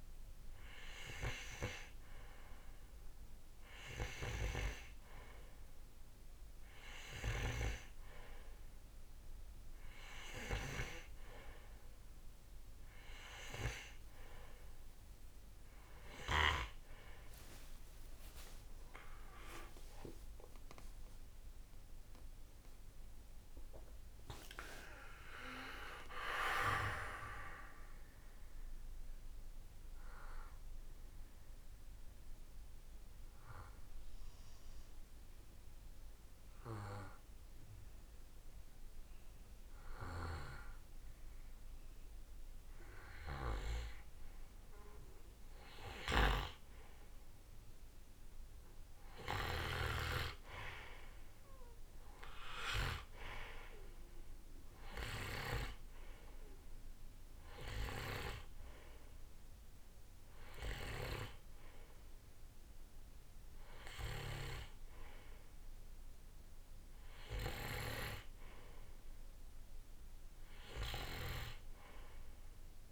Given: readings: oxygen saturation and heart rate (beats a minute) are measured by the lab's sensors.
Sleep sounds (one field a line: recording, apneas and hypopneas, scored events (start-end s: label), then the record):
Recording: breathing in sleep by a room microphone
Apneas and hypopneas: 1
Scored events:
17.50-23.00 s: arousal
32.00-46.50 s: hypopnea (oxygen 94% before, 92% lowest, heart rate 72 before, 53 extreme, up 10 after)
48.50-52.50 s: arousal
54.50-66.50 s: oxygen desaturation (device-marked, oxygen 97% before, 92% lowest, heart rate 56 before, 54 extreme)
From the record:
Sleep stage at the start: N2 (light sleep)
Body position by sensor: on the right side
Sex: male